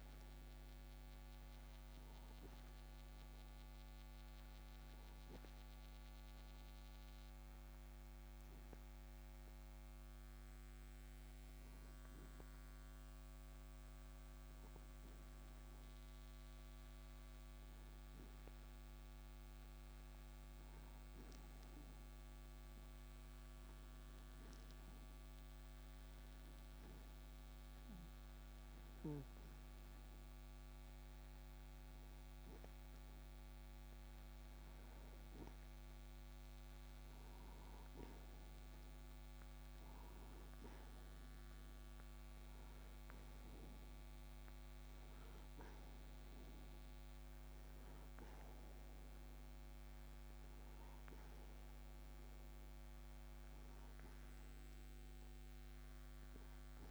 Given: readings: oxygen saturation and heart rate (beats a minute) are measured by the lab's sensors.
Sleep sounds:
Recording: breathing in sleep, hard to hear, by a microphone on the trachea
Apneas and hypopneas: 1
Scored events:
0.00-28.50 s: oxygen desaturation (device-marked, oxygen 89% lowest)
8.50-36.50 s: hypopnea (oxygen 98% before, 89% lowest)
38.50-42.50 s: arousal
43.50-56.91 s: oxygen desaturation (device-marked, oxygen 97% before, 92% lowest)
From the record:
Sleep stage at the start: N2 (light sleep)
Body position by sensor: on the right side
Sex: male

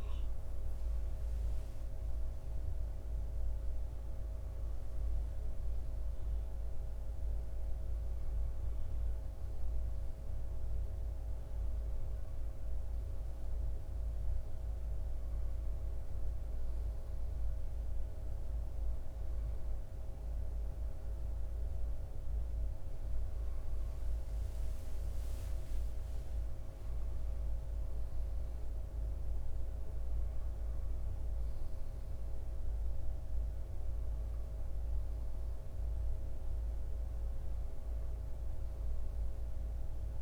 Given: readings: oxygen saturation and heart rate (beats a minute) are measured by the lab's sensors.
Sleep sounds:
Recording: a person awake in a sleep study, hard to hear, by a room microphone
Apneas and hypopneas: none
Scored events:
none scored
From the record:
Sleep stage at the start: awake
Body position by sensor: on the left side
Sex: male

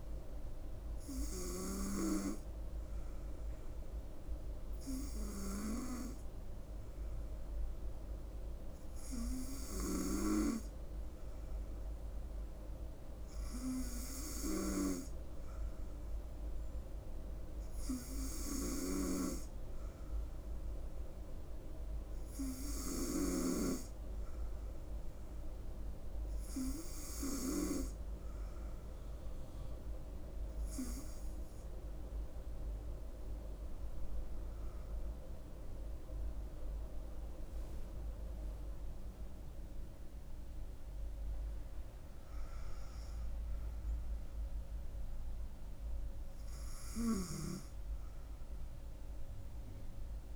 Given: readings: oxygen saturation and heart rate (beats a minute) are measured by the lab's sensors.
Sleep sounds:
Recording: breathing in sleep by a room microphone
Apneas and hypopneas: none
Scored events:
35.50-38.50 s: arousal
37.50-50.36 s: new sleep stage, N2 (light sleep)
From the record:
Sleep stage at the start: N3 (deep sleep)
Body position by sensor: on the front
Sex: female

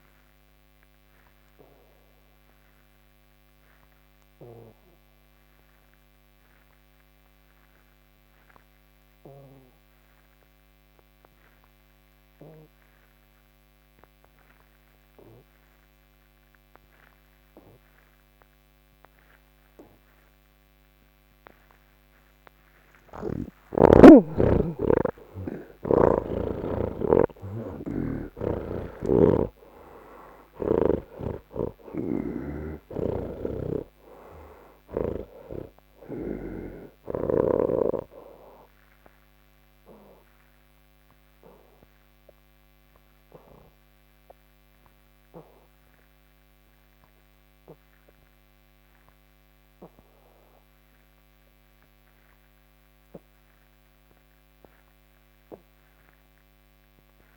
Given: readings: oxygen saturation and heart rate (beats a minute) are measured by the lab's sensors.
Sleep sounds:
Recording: breathing in sleep by a microphone on the trachea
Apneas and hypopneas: none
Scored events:
0.00-4.50 s: oxygen desaturation (device-marked, oxygen 78% lowest, heart rate 70 extreme)
22.50-26.00 s: snoring (device-marked)
33.00-37.00 s: snoring (device-marked)
From the record:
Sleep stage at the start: N1 (lightest sleep)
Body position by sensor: on the back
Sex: male

